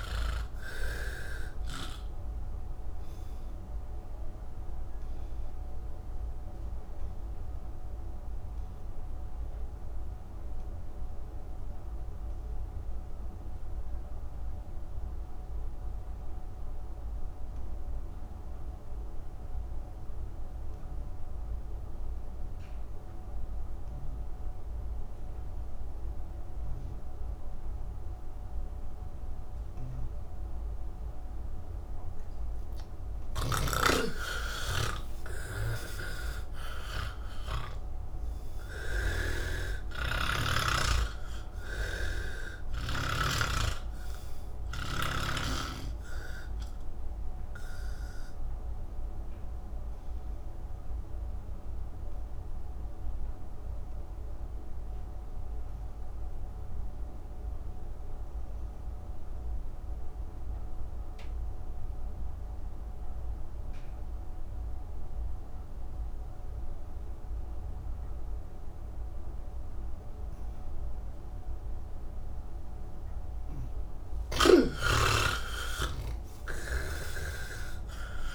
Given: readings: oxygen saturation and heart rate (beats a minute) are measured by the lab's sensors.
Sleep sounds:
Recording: breathing in sleep by a room microphone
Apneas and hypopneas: 2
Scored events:
0.00-18.00 s: oxygen desaturation (device-marked, oxygen 77% lowest)
2.00-31.50 s: obstructive apnea (oxygen 98% before, 77% lowest)
23.00-58.00 s: oxygen desaturation (device-marked, oxygen 98% before, 78% lowest)
36.00-45.50 s: snoring (device-marked)
42.00-78.35 s: new sleep stage, N2 (light sleep)
47.50-60.00 s: obstructive apnea (oxygen 98% before, 78% lowest, heart rate 93 before, 40 extreme)
68.00-78.35 s: oxygen desaturation (device-marked, oxygen 98% before, 79% lowest, heart rate 85 before, 46 extreme)
77.00-78.35 s: snoring (device-marked)
From the record:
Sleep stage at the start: N3 (deep sleep)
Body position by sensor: on the back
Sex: male

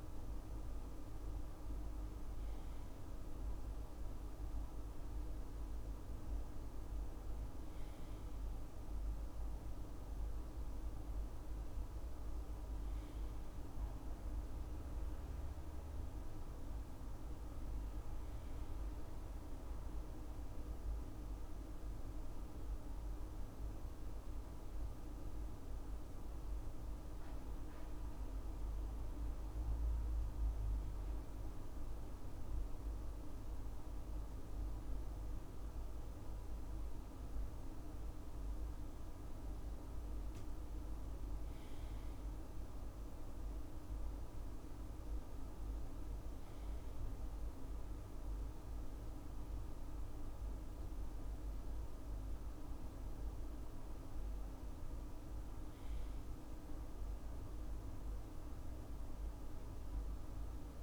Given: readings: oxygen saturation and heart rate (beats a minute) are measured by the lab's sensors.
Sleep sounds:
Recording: breathing in sleep, hard to hear, by a room microphone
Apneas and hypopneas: none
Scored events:
none scored
From the record:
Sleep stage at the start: N2 (light sleep)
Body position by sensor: on the left side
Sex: male

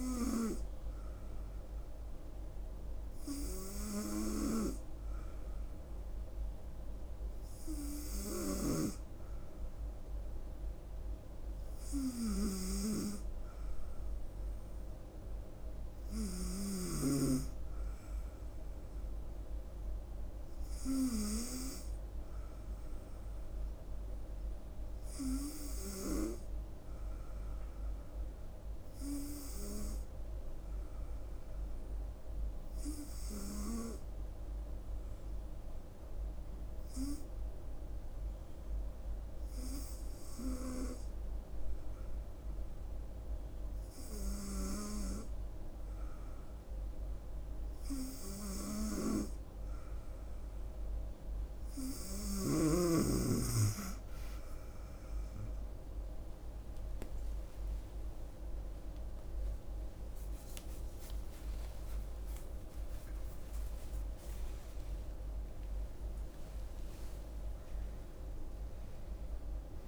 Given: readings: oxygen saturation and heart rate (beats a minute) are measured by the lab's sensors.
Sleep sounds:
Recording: a person partly awake in a sleep study, by a room microphone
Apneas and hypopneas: 1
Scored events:
26.50-48.50 s: hypopnea (oxygen 96% before, 93% lowest, heart rate 71 before, 68 extreme, up 4 after)
48.50-69.88 s: new sleep stage, awake
From the record:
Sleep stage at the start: N3 (deep sleep)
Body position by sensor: on the right side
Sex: female

